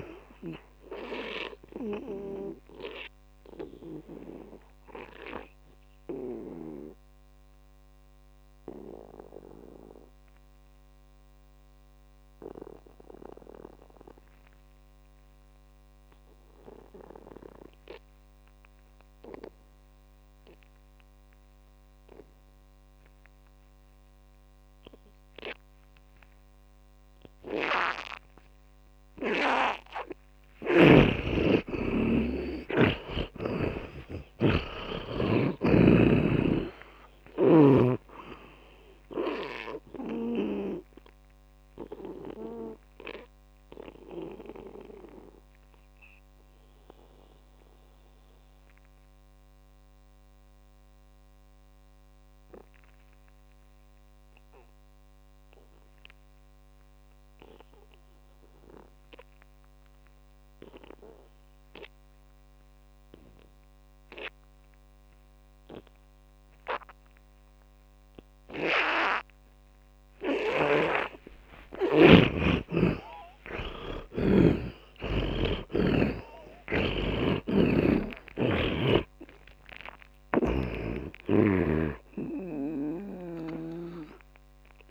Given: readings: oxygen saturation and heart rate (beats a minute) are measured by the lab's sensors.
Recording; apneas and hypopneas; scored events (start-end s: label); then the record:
breathing in sleep by a microphone on the trachea; 2
0.00-22.00 s: oxygen desaturation (device-marked, oxygen 79% lowest)
2.50-29.50 s: obstructive apnea (oxygen 100% before, 79% lowest)
31.00-35.00 s: arousal
34.00-64.00 s: oxygen desaturation (device-marked, oxygen 100% before, 79% lowest)
41.00-71.50 s: obstructive apnea (oxygen 100% before, 78% lowest)
76.50-81.50 s: arousal
77.00-84.00 s: snoring (device-marked)
79.00-84.91 s: oxygen desaturation (device-marked, oxygen 100% before, 78% lowest)
From the record:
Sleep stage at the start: N2 (light sleep); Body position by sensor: on the back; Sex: male